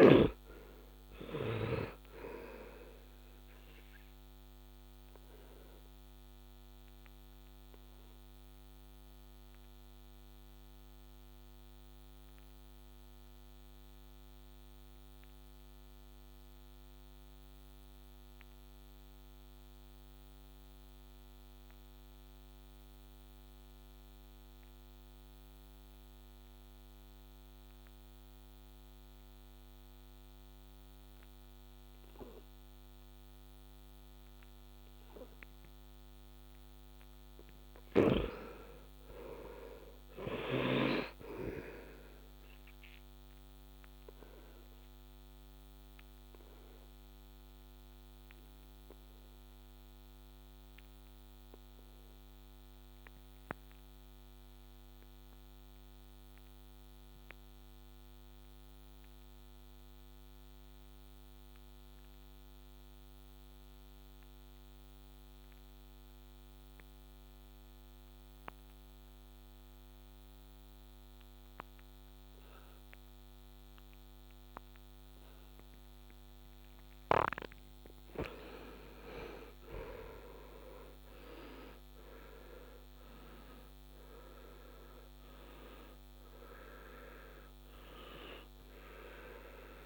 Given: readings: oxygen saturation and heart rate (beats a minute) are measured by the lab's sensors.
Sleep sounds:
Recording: breathing in sleep by a microphone on the trachea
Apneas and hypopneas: 2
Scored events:
0.00-23.50 s: oxygen desaturation (device-marked, oxygen 80% lowest, heart rate 64 extreme)
4.50-35.50 s: obstructive apnea (oxygen 99% before, 73% lowest, heart rate 66 before, 65 extreme, up 10 after)
25.50-40.50 s: oxygen desaturation (device-marked, oxygen 97% before, 86% lowest, heart rate 68 before, 66 extreme)
37.50-40.50 s: arousal
42.50-65.50 s: oxygen desaturation (device-marked, oxygen 90% before, 76% lowest, heart rate 68 before, 53 extreme)
44.00-76.50 s: obstructive apnea (oxygen 97% before, 72% lowest, heart rate 68 before, 53 extreme, up 11 after)
67.50-89.86 s: oxygen desaturation (device-marked, oxygen 96% before, 72% lowest, heart rate 69 before, 53 extreme)
80.00-84.00 s: arousal
From the record:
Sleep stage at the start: N2 (light sleep)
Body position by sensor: on the back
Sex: male

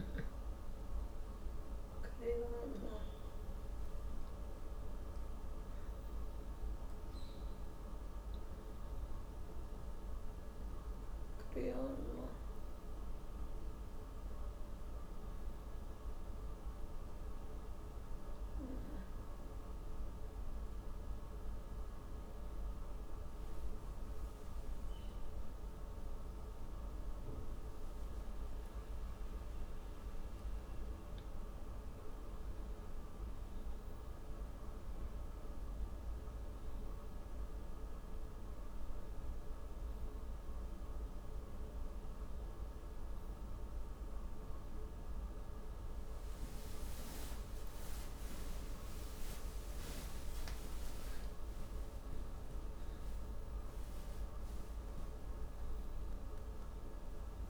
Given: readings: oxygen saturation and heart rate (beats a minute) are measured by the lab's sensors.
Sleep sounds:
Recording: a person partly awake in a sleep study, hard to hear, by a room microphone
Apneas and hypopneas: none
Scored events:
23.00-57.49 s: new sleep stage, N1 (lightest sleep)
53.50-57.49 s: arousal
From the record:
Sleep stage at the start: awake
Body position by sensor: on the back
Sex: female

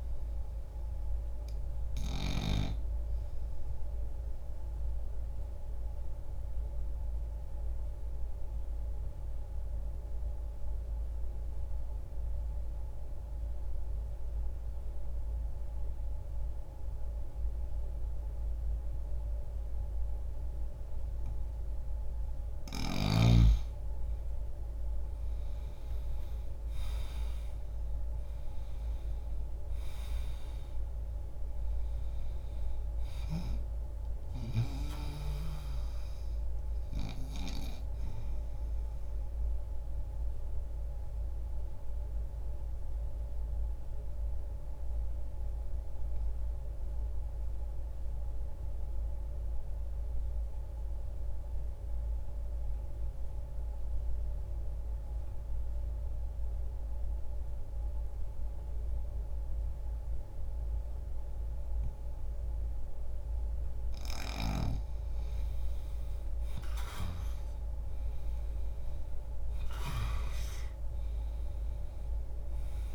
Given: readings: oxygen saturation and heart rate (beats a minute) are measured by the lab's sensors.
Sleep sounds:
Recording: breathing in sleep by a room microphone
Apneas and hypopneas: 2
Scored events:
3.00-21.00 s: oxygen desaturation (device-marked, oxygen 97% before, 86% lowest, heart rate 66 before, 60 extreme)
3.00-22.00 s: mixed apnea (oxygen 97% before, 84% lowest, heart rate 66 before, 60 extreme, up 10 after)
23.00-56.00 s: oxygen desaturation (device-marked, oxygen 98% before, 84% lowest, heart rate 62 before, 60 extreme)
24.00-28.00 s: arousal
40.50-64.00 s: mixed apnea (oxygen 98% before, 83% lowest, heart rate 63 before, 60 extreme, up 10 after)
66.00-70.50 s: arousal
66.00-72.95 s: oxygen desaturation (device-marked, oxygen 98% before, 83% lowest, heart rate 64 before, 59 extreme)
From the record:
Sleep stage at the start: N2 (light sleep)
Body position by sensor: on the back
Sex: male

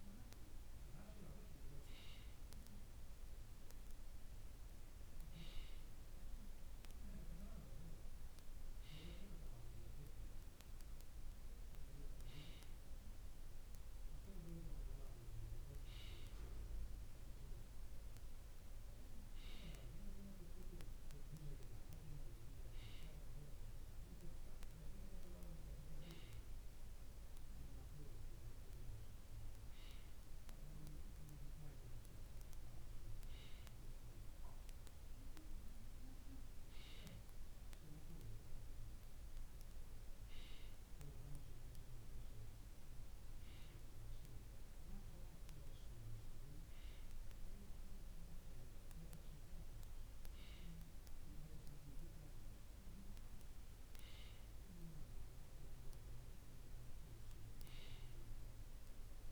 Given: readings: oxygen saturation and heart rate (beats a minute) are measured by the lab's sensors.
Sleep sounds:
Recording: breathing in sleep, hard to hear, by a room microphone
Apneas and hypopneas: none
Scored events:
none scored
From the record:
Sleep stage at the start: N2 (light sleep)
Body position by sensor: on the right side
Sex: male

